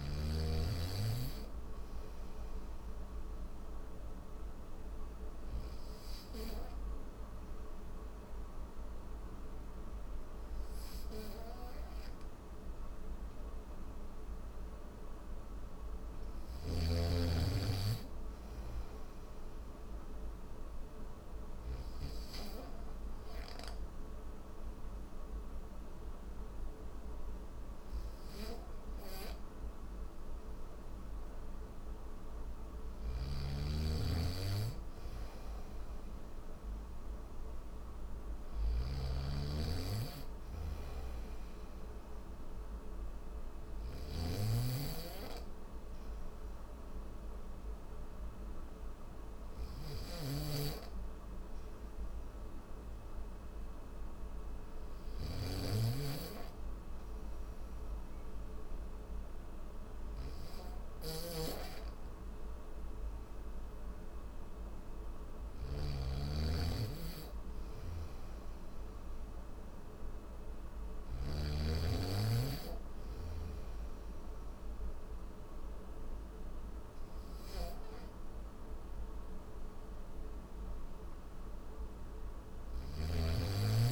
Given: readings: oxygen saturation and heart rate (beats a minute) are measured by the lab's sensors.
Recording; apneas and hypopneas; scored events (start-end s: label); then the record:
breathing in sleep by a room microphone; none
0.00-3.50 s: oxygen desaturation (device-marked, oxygen 91% lowest, heart rate 74 extreme)
0.00-5.50 s: snoring (device-marked)
16.00-21.50 s: snoring (device-marked)
23.50-34.50 s: oxygen desaturation (device-marked, oxygen 96% before, 92% lowest, heart rate 76 before, 72 extreme)
32.50-71.00 s: snoring (device-marked)
40.50-54.50 s: oxygen desaturation (device-marked, oxygen 95% before, 92% lowest, heart rate 76 before, 73 extreme)
82.00-83.92 s: snoring (device-marked)
From the record:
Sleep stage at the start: N3 (deep sleep); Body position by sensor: on the back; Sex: male